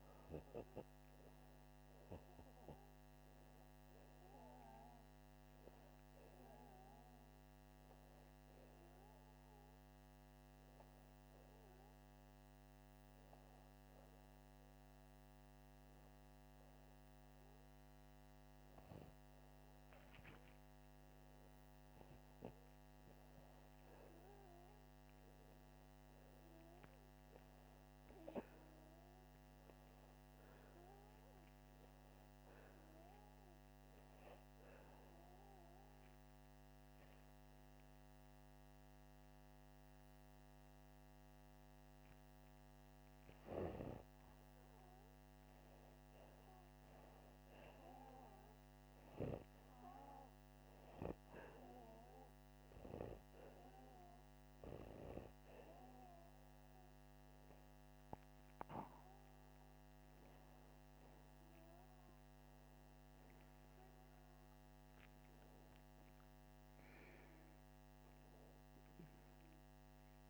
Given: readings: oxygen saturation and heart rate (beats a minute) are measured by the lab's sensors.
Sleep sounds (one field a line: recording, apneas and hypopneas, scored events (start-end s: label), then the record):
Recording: breathing in sleep by a microphone on the trachea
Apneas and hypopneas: 1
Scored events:
29.50-32.50 s: arousal
35.50-45.50 s: obstructive apnea (oxygen 96% before, 93% lowest, heart rate 85 before, 84 extreme, up 2 after)
47.00-50.00 s: arousal
From the record:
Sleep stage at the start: N2 (light sleep)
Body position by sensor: upright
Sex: male